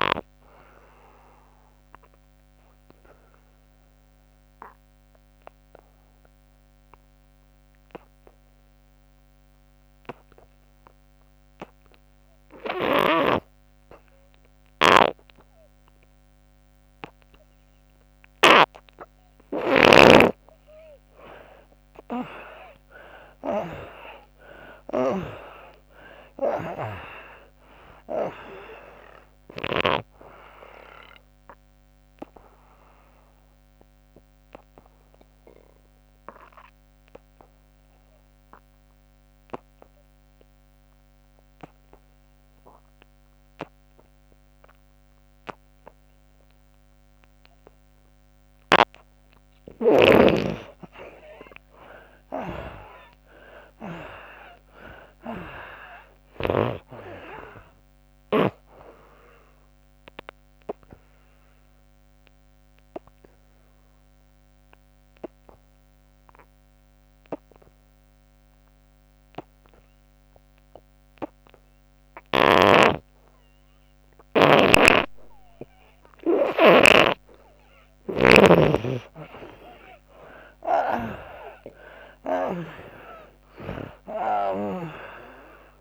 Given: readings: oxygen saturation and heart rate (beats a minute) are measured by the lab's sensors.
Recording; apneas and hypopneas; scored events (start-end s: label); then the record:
breathing in sleep by a microphone on the trachea; 3
0.00-17.50 s: oxygen desaturation (device-marked, oxygen 74% lowest, heart rate 68 extreme)
1.00-18.50 s: obstructive apnea (oxygen 97% before, 74% lowest, heart rate 91 before, 68 extreme, up 35 after)
23.50-27.50 s: arousal
26.00-29.50 s: snoring (device-marked)
27.50-41.50 s: oxygen desaturation (device-marked, oxygen 96% before, 75% lowest, heart rate 93 before, 68 extreme)
30.50-49.50 s: obstructive apnea (oxygen 96% before, 75% lowest, heart rate 96 before, 66 extreme)
50.50-69.50 s: oxygen desaturation (device-marked, oxygen 98% before, 76% lowest, heart rate 98 before, 66 extreme)
51.00-54.50 s: arousal
52.00-56.50 s: snoring (device-marked)
59.00-77.50 s: obstructive apnea (oxygen 98% before, 76% lowest, heart rate 120 before, 65 extreme)
72.00-85.81 s: snoring (device-marked)
81.00-84.00 s: arousal
82.50-85.81 s: oxygen desaturation (device-marked, oxygen 96% before, 79% lowest, heart rate 75 before, 62 extreme)
From the record:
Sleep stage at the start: N2 (light sleep); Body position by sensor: on the back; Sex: female